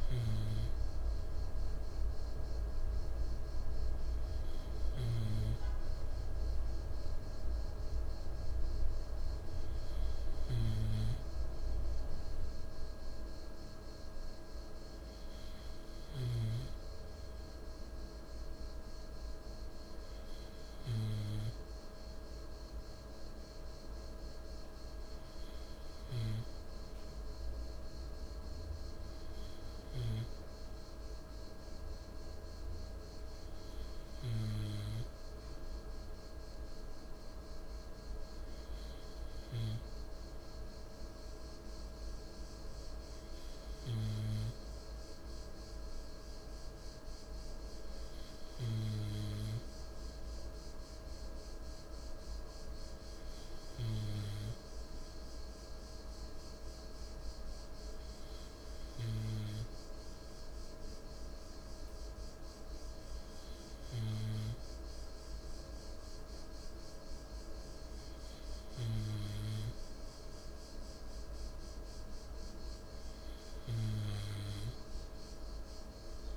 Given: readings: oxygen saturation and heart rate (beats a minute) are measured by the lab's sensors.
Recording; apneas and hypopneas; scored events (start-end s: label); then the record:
breathing in sleep by a room microphone; none
none scored
From the record:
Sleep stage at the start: N2 (light sleep); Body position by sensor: on the left side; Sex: male